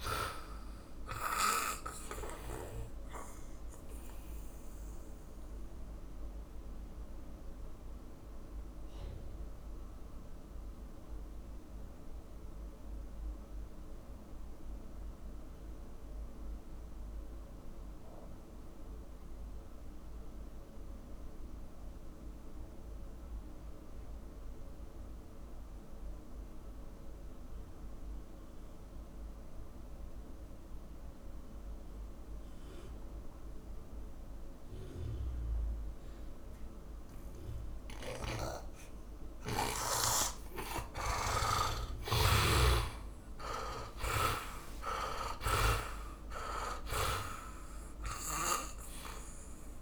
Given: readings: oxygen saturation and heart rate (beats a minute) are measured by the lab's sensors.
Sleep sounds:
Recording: breathing in sleep by a room microphone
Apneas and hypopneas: 1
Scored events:
0.00-23.00 s: oxygen desaturation (device-marked, oxygen 71% lowest, heart rate 47 extreme)
2.50-39.00 s: mixed apnea (oxygen 100% before, 71% lowest, heart rate 57 before, 47 extreme, up 23 after)
28.00-49.81 s: oxygen desaturation (device-marked, oxygen 100% before, 71% lowest, heart rate 61 before, 45 extreme)
38.00-48.50 s: snoring (device-marked)
40.50-45.50 s: arousal
From the record:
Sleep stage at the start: N2 (light sleep)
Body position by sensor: on the back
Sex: male

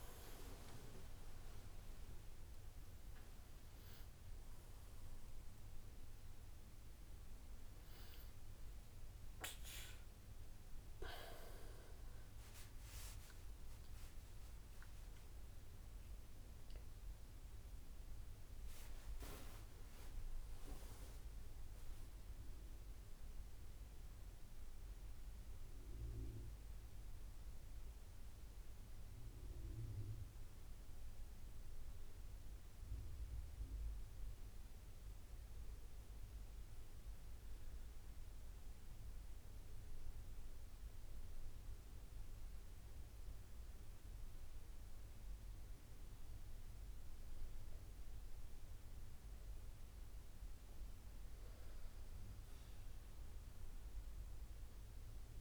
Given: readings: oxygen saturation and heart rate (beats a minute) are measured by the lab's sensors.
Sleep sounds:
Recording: a person partly awake in a sleep study, by a room microphone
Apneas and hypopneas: 1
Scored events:
0.00-13.50 s: oxygen desaturation (device-marked, oxygen 84% lowest, heart rate 67 extreme)
24.50-55.41 s: new sleep stage, N2 (light sleep)
26.50-41.00 s: central apnea (oxygen 99% before, 87% lowest, heart rate 94 before, 67 extreme, up 9 after)
42.50-46.00 s: arousal
43.50-55.41 s: oxygen desaturation (device-marked, oxygen 98% before, 93% lowest, heart rate 73 before, 71 extreme)
From the record:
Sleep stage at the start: awake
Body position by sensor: on the back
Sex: male

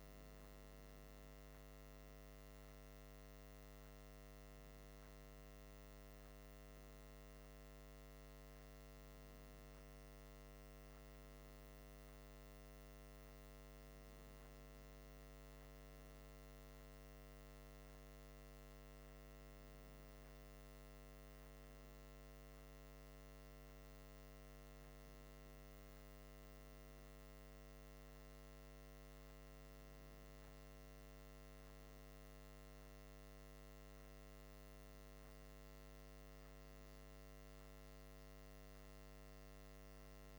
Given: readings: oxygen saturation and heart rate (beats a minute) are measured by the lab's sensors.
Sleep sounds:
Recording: breathing in sleep, hard to hear, by a microphone on the trachea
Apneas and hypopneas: none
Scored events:
2.50-40.39 s: new sleep stage, N3 (deep sleep)
From the record:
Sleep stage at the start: N2 (light sleep)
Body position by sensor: on the back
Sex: male

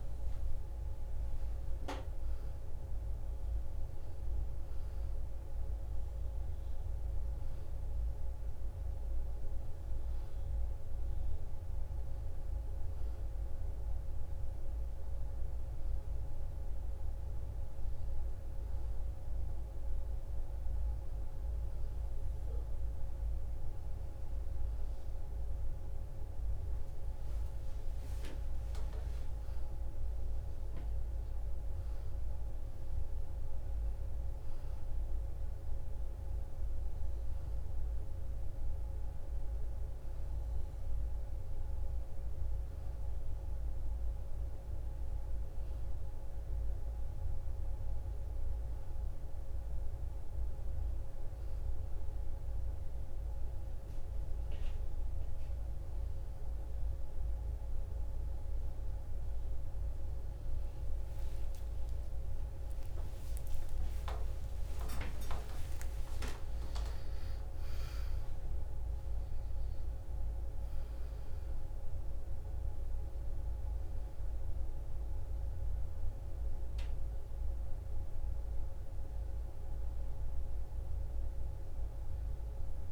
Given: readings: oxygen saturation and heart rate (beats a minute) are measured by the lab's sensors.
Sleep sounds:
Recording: breathing in sleep, hard to hear, by a room microphone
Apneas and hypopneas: none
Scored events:
1.00-19.00 s: oxygen desaturation (device-marked, oxygen 98% before, 93% lowest, heart rate 64 before, 60 extreme)
61.00-67.50 s: arousal
76.00-82.92 s: new sleep stage, N2 (light sleep)
From the record:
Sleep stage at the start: N1 (lightest sleep)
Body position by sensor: on the back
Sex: female

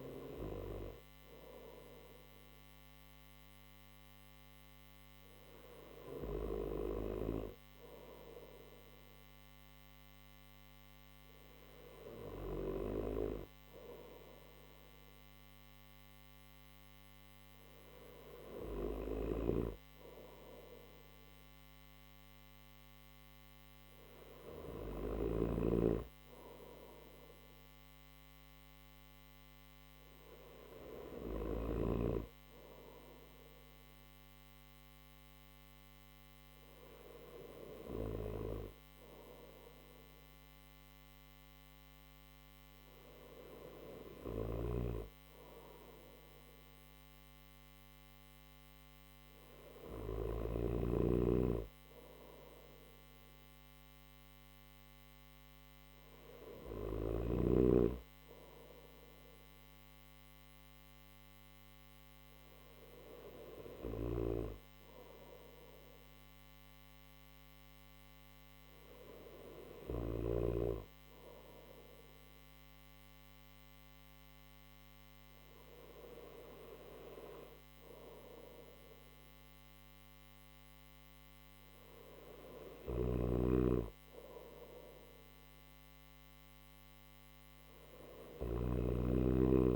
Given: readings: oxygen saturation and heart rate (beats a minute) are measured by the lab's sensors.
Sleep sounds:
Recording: breathing in sleep by a microphone on the trachea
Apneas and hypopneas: none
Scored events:
24.50-31.00 s: snoring (device-marked)
43.50-50.00 s: snoring (device-marked)
63.00-69.50 s: snoring (device-marked)
82.00-88.00 s: snoring (device-marked)
From the record:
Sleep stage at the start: N3 (deep sleep)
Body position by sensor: on the right side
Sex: male

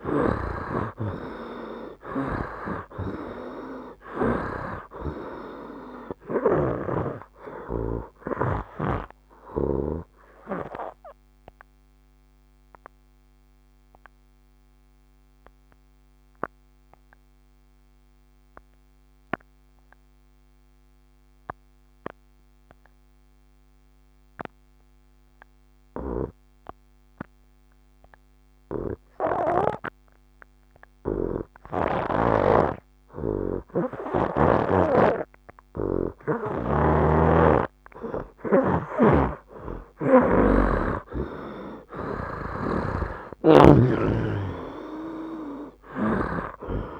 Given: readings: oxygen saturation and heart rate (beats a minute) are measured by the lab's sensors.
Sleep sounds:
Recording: breathing in sleep by a microphone on the trachea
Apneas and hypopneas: 1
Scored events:
0.00-2.50 s: arousal
0.00-30.00 s: oxygen desaturation (device-marked, oxygen 79% lowest, heart rate 62 extreme)
10.00-36.00 s: obstructive apnea (oxygen 97% before, 79% lowest, heart rate 71 before, 62 extreme, up 12 after)
35.00-47.00 s: oxygen desaturation (device-marked, oxygen 97% before, 79% lowest, heart rate 65 before, 64 extreme)
37.00-47.00 s: snoring (device-marked)
41.50-45.50 s: arousal
From the record:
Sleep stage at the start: N2 (light sleep)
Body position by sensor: on the right side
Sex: male

